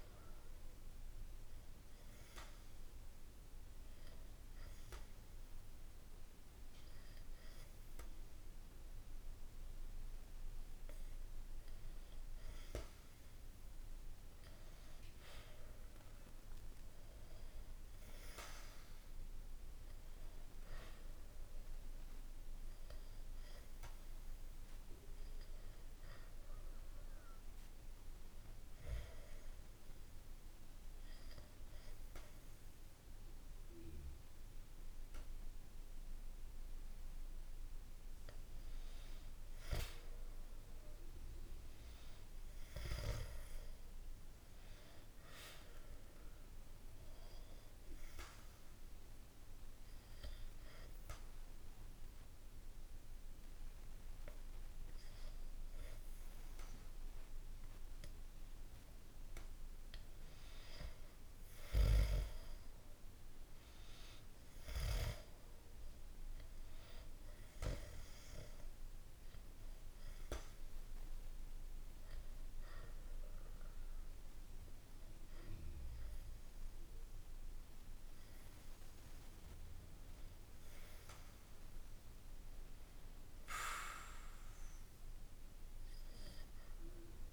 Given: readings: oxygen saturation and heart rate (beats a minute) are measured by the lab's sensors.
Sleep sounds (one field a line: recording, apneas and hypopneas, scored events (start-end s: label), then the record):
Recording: breathing in sleep by a room microphone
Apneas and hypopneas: 4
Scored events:
1.00-12.00 s: obstructive apnea (oxygen 94% before, 91% lowest, heart rate 63 before, 63 extreme, up 5 after)
13.50-17.00 s: arousal
23.50-36.00 s: hypopnea (oxygen 95% before, 91% lowest, heart rate 64 before, 62 extreme, up 2 after)
37.50-42.50 s: arousal
47.50-58.50 s: obstructive apnea (oxygen 95% before, 91% lowest, heart rate 64 before, 61 extreme, up 1 after)
51.50-65.50 s: oxygen desaturation (device-marked, oxygen 95% before, 91% lowest, heart rate 64 before, 61 extreme)
61.50-66.00 s: arousal
69.00-81.00 s: hypopnea (oxygen 96% before, 92% lowest, heart rate 64 before, 61 extreme, up 2 after)
83.50-87.33 s: arousal
From the record:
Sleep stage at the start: REM sleep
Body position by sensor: on the back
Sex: male